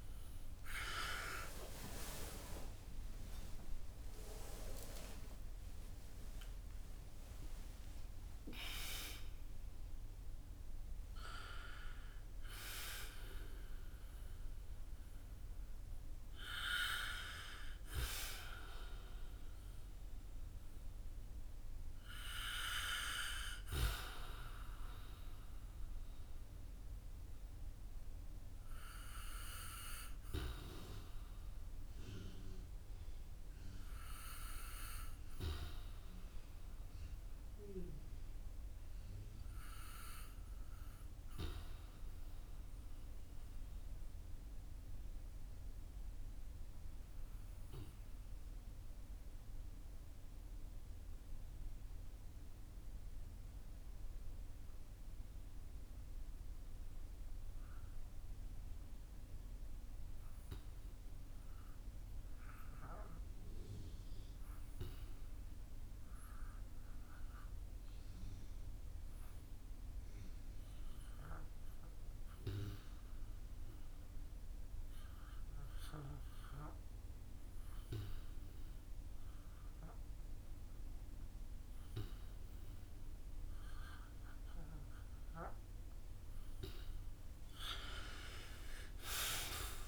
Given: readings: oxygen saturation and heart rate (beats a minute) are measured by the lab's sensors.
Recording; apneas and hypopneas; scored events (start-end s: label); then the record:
breathing in sleep by a room microphone; 1
0.00-6.00 s: arousal
0.00-31.50 s: oxygen desaturation (device-marked, oxygen 80% lowest, heart rate 51 extreme)
34.50-85.50 s: obstructive apnea (oxygen 96% before, 80% lowest, heart rate 58 before, 51 extreme, up 6 after)
70.50-89.88 s: oxygen desaturation (device-marked, oxygen 94% before, 80% lowest, heart rate 56 before, 51 extreme)
87.50-89.88 s: arousal
From the record:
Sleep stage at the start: REM sleep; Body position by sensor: on the back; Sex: male